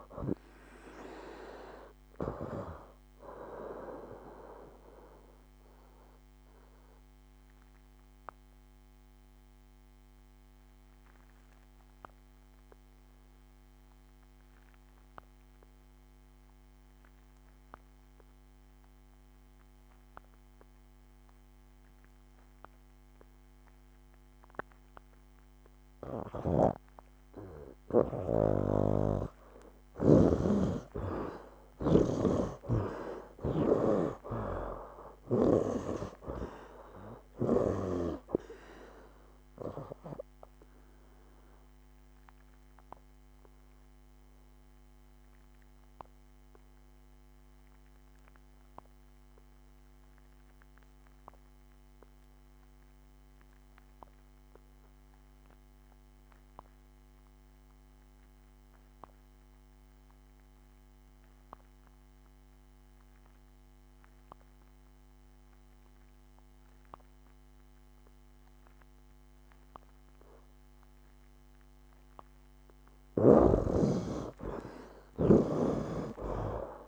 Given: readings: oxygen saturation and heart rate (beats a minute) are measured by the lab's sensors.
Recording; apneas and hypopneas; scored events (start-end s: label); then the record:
breathing in sleep by a microphone on the trachea; 2
0.00-20.50 s: oxygen desaturation (device-marked, oxygen 47% lowest, heart rate 68 extreme)
5.50-29.00 s: obstructive apnea (oxygen 67% before, 47% lowest, heart rate 83 before, 71 extreme, up 17 after)
22.50-52.50 s: oxygen desaturation (device-marked, oxygen 96% before, 61% lowest, heart rate 79 before, 71 extreme)
28.50-35.50 s: snoring (device-marked)
30.50-34.00 s: arousal
38.50-72.00 s: obstructive apnea (oxygen 96% before, 57% lowest, heart rate 80 before, 71 extreme, up 13 after)
54.50-76.88 s: oxygen desaturation (device-marked, oxygen 95% before, 57% lowest, heart rate 81 before, 65 extreme)
75.50-76.88 s: arousal
75.50-76.88 s: snoring (device-marked)
From the record:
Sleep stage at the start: N2 (light sleep); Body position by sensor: on the right side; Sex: male